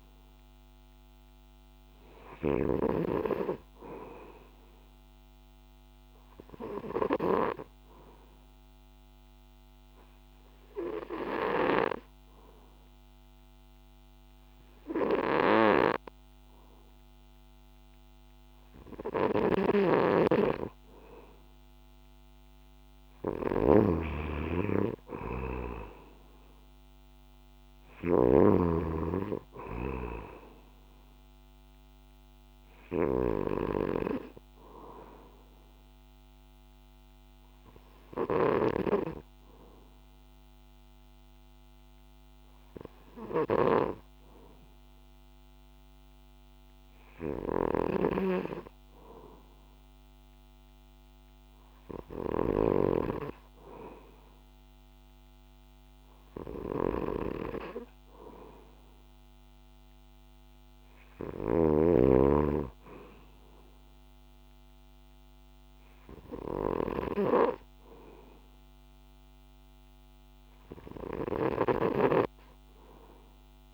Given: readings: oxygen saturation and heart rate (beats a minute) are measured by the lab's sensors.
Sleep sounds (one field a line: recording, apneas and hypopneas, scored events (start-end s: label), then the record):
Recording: breathing in sleep by a microphone on the trachea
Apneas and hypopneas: 2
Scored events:
0.00-3.00 s: snoring (device-marked)
7.00-21.00 s: hypopnea (oxygen 94% before, 90% lowest, heart rate 66 before, 64 extreme, up 2 after)
19.50-53.00 s: snoring (device-marked)
24.00-27.50 s: arousal
28.50-45.50 s: oxygen desaturation (device-marked, oxygen 94% before, 90% lowest, heart rate 67 before, 63 extreme)
35.00-47.50 s: hypopnea (oxygen 94% before, 90% lowest, heart rate 66 before, 63 extreme, up 3 after)
50.50-55.00 s: arousal
From the record:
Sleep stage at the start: N2 (light sleep)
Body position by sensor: on the back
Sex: male